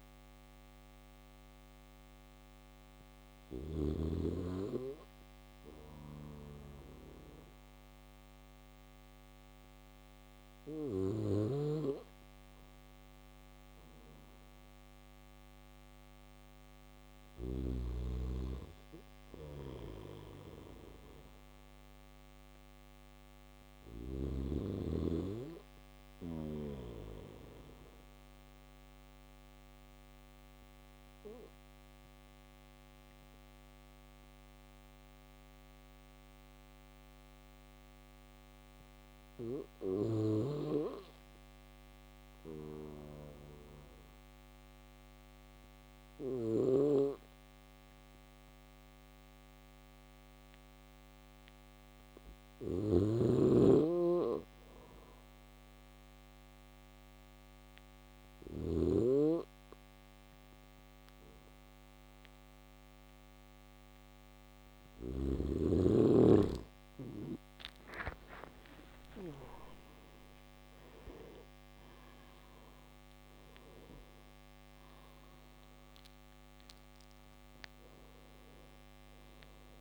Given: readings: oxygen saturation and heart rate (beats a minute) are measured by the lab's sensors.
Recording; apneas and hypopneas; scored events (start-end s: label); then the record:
breathing in sleep by a microphone on the trachea; none
2.00-16.50 s: snoring (device-marked)
51.50-57.50 s: snoring (device-marked)
70.50-79.81 s: oxygen desaturation (device-marked, oxygen 95% before, 92% lowest)
From the record:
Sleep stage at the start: N3 (deep sleep); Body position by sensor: on the back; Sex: male